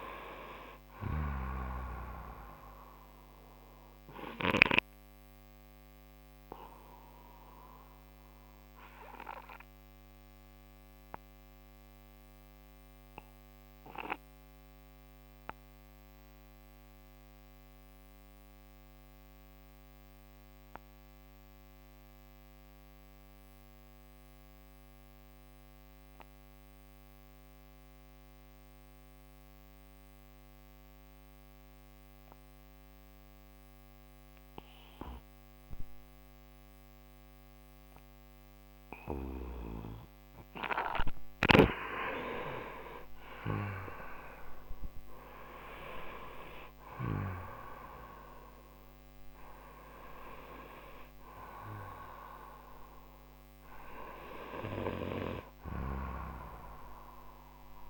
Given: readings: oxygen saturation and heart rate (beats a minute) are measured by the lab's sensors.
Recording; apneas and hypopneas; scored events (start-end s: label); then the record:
breathing in sleep by a microphone on the trachea; 1
0.00-22.00 s: oxygen desaturation (device-marked, oxygen 88% lowest)
3.50-40.00 s: obstructive apnea (oxygen 98% before, 88% lowest)
37.00-57.89 s: oxygen desaturation (device-marked, oxygen 97% before, 88% lowest)
42.50-46.00 s: arousal
From the record:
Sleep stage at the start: N2 (light sleep); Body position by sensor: on the right side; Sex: male